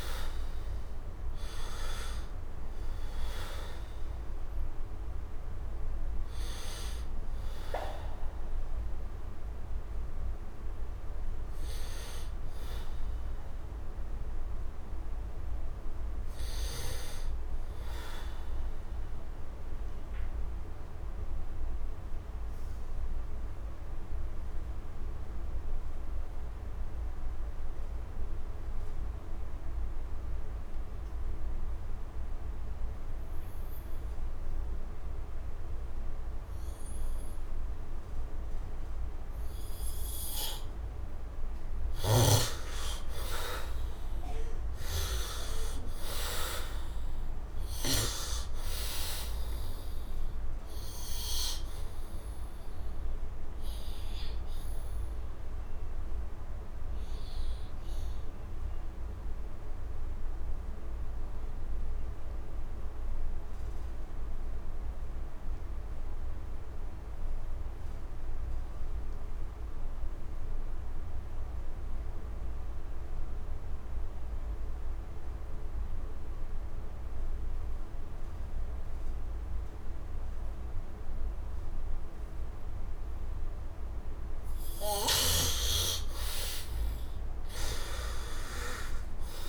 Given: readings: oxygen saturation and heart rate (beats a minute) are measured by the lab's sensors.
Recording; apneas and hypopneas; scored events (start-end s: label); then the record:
breathing in sleep by a room microphone; 2
0.00-21.00 s: oxygen desaturation (device-marked, oxygen 61% lowest, heart rate 61 extreme)
17.50-38.50 s: obstructive apnea (oxygen 78% before, 61% lowest, heart rate 74 before, 64 extreme, up 11 after)
37.00-66.00 s: oxygen desaturation (device-marked, oxygen 99% before, 73% lowest, heart rate 72 before, 64 extreme)
40.50-45.00 s: arousal
50.50-83.00 s: obstructive apnea (oxygen 100% before, 69% lowest, heart rate 78 before, 61 extreme, up 10 after)
73.00-89.49 s: oxygen desaturation (device-marked, oxygen 99% before, 69% lowest, heart rate 68 before, 58 extreme)
85.00-88.50 s: arousal
From the record:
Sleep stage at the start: N2 (light sleep); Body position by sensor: on the back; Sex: male